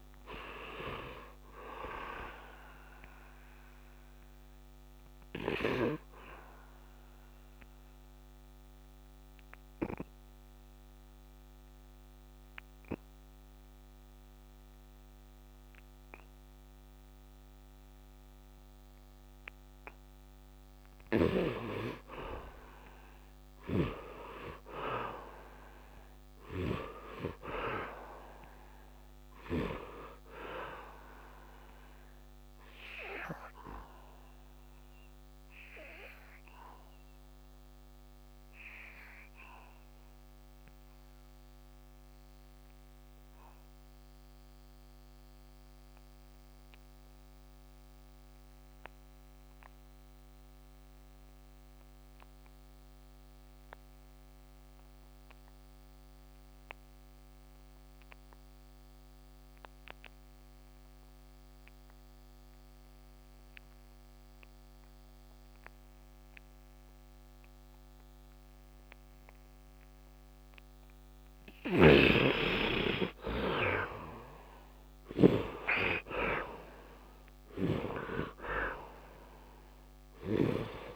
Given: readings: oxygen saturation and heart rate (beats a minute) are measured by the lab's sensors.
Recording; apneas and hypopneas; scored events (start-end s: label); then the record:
breathing in sleep by a microphone on the trachea; 2
0.00-10.00 s: oxygen desaturation (device-marked, oxygen 66% lowest, heart rate 74 extreme)
2.50-21.50 s: obstructive apnea (oxygen 94% before, 67% lowest, heart rate 103 before, 72 extreme, up 44 after)
23.00-41.00 s: oxygen desaturation (device-marked, oxygen 99% before, 83% lowest, heart rate 83 before, 72 extreme)
23.50-27.00 s: arousal
30.50-71.50 s: obstructive apnea (oxygen 100% before, 67% lowest, heart rate 93 before, 72 extreme, up 46 after)
51.00-80.96 s: oxygen desaturation (device-marked, oxygen 99% before, 67% lowest, heart rate 85 before, 73 extreme)
71.00-75.00 s: snoring (device-marked)
73.50-77.00 s: arousal
From the record:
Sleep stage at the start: N2 (light sleep); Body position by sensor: on the back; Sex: male